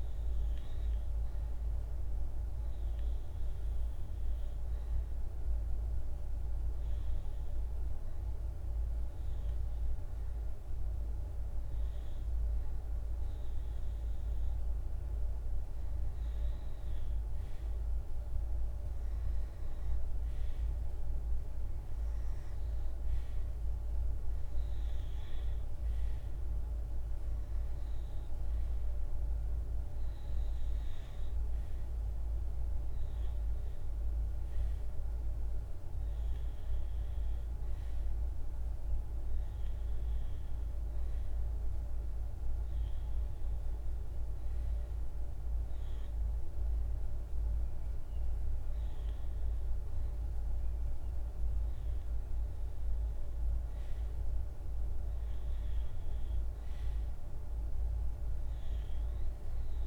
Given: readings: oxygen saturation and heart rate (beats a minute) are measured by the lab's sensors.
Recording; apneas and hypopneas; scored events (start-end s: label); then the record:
breathing in sleep, hard to hear, by a room microphone; none
none scored
From the record:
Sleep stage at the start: REM sleep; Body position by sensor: on the right side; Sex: male